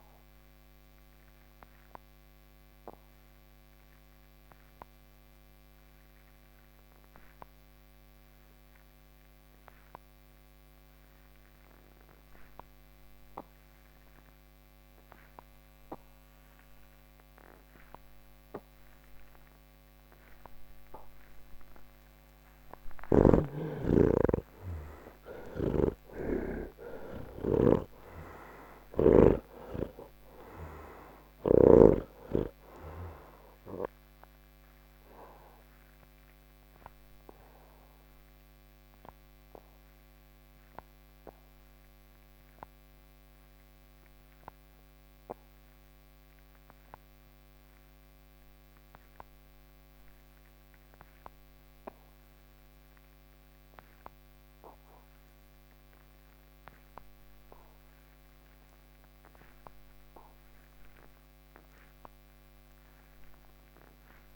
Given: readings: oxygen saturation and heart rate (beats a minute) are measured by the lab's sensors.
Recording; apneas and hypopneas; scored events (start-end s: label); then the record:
breathing in sleep by a microphone on the trachea; none
0.00-10.00 s: oxygen desaturation (device-marked, oxygen 75% lowest, heart rate 40 extreme)
12.00-54.00 s: oxygen desaturation (device-marked, oxygen 98% before, 76% lowest)
25.00-29.00 s: snoring (device-marked)
59.00-64.36 s: oxygen desaturation (device-marked, oxygen 97% before, 71% lowest)
From the record:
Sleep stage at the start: N1 (lightest sleep); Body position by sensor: on the back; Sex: male